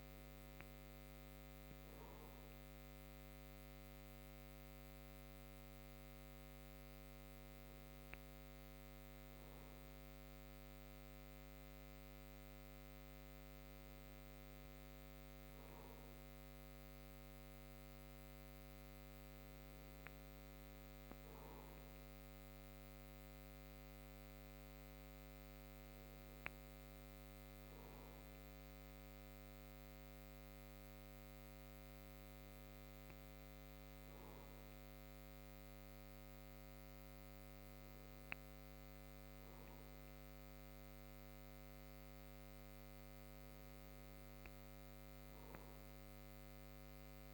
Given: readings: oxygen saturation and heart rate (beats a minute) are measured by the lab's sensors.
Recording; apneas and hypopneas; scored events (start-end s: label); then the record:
breathing in sleep, hard to hear, by a microphone on the trachea; none
none scored
From the record:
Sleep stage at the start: N3 (deep sleep); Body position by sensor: on the back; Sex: male